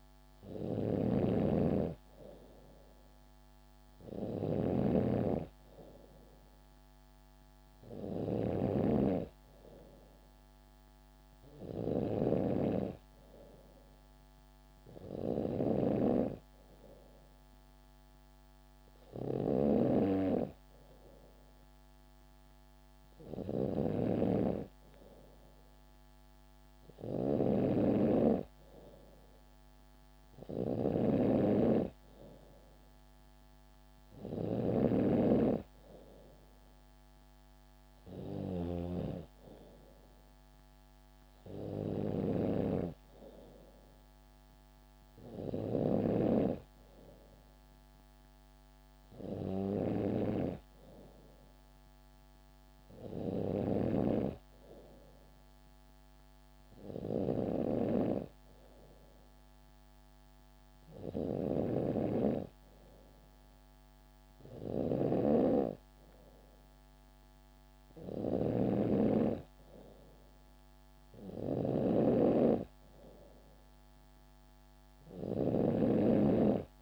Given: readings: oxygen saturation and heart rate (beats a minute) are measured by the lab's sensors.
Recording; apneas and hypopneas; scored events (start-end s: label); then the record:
breathing in sleep by a microphone on the trachea; none
0.00-12.00 s: snoring (device-marked)
23.00-45.50 s: snoring (device-marked)
67.50-76.82 s: snoring (device-marked)
From the record:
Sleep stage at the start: N3 (deep sleep); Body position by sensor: on the back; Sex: female